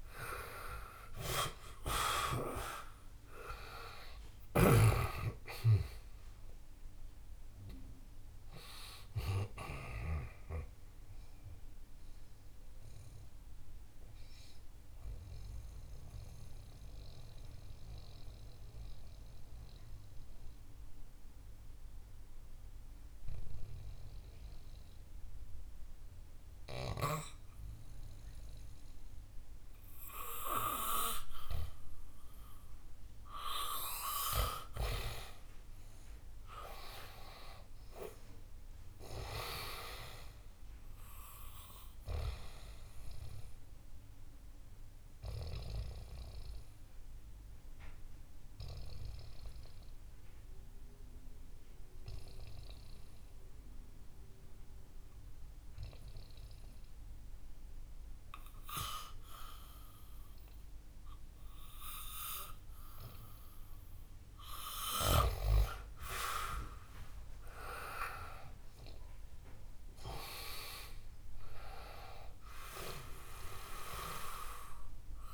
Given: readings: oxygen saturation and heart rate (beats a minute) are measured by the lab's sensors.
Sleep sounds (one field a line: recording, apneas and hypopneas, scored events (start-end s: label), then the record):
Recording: breathing in sleep by a room microphone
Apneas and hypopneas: 2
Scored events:
0.00-5.00 s: arousal
0.00-31.00 s: oxygen desaturation (device-marked, oxygen 82% lowest, heart rate 64 extreme)
12.50-33.50 s: mixed apnea (oxygen 99% before, 82% lowest, heart rate 72 before, 64 extreme, up 3 after)
35.00-39.00 s: arousal
44.00-62.00 s: oxygen desaturation (device-marked, oxygen 98% before, 91% lowest, heart rate 73 before, 64 extreme)
44.00-62.50 s: obstructive apnea (oxygen 99% before, 90% lowest, heart rate 73 before, 64 extreme, up 10 after)
66.00-72.00 s: arousal
From the record:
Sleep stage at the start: N2 (light sleep)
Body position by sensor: on the back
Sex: male